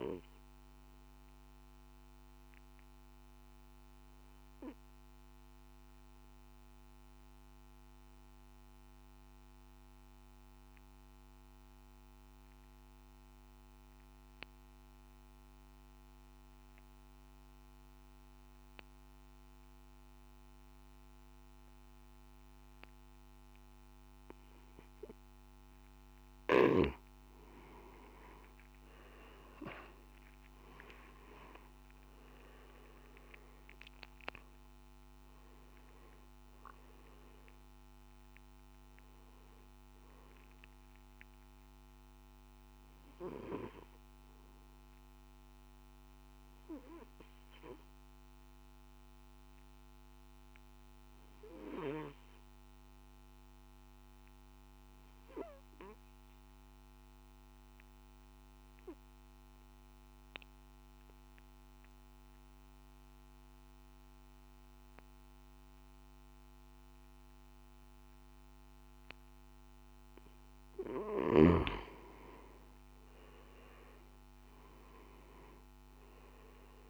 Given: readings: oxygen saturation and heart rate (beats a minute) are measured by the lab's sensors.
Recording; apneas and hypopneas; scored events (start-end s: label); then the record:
breathing in sleep by a microphone on the trachea; 2
0.00-14.00 s: oxygen desaturation (device-marked, oxygen 88% lowest, heart rate 49 extreme)
0.50-26.50 s: obstructive apnea (oxygen 99% before, 88% lowest, heart rate 56 before, 50 extreme, up 14 after)
30.00-59.00 s: oxygen desaturation (device-marked, oxygen 98% before, 88% lowest, heart rate 54 before, 51 extreme)
45.00-69.50 s: obstructive apnea (oxygen 98% before, 88% lowest, heart rate 61 before, 50 extreme, up 11 after)
75.00-76.90 s: oxygen desaturation (device-marked, oxygen 98% before, 89% lowest, heart rate 52 before, 50 extreme)
From the record:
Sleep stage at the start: N1 (lightest sleep); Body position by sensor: on the back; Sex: male